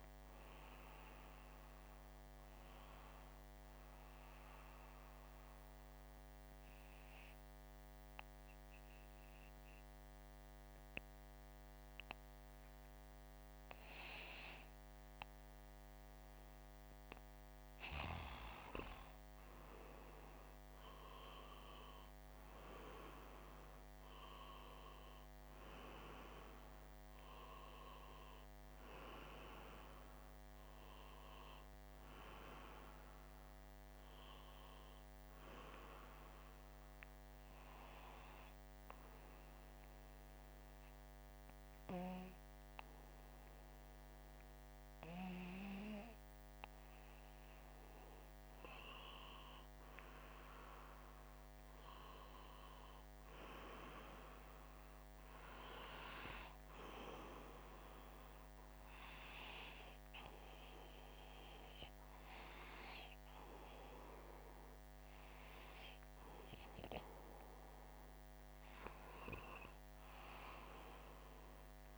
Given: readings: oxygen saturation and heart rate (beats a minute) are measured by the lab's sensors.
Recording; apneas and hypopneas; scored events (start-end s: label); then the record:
breathing in sleep by a microphone on the trachea; 2
0.00-2.00 s: arousal
5.00-17.00 s: mixed apnea (oxygen 96% before, 91% lowest, heart rate 108 before, 65 extreme, up 53 after)
19.00-23.00 s: arousal
22.50-49.50 s: oxygen desaturation (device-marked, oxygen 96% before, 91% lowest, heart rate 97 before, 65 extreme)
38.50-48.50 s: hypopnea (oxygen 97% before, 91% lowest, heart rate 117 before, 66 extreme)
50.50-53.50 s: arousal
From the record:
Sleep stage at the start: N2 (light sleep); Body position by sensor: upright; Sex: male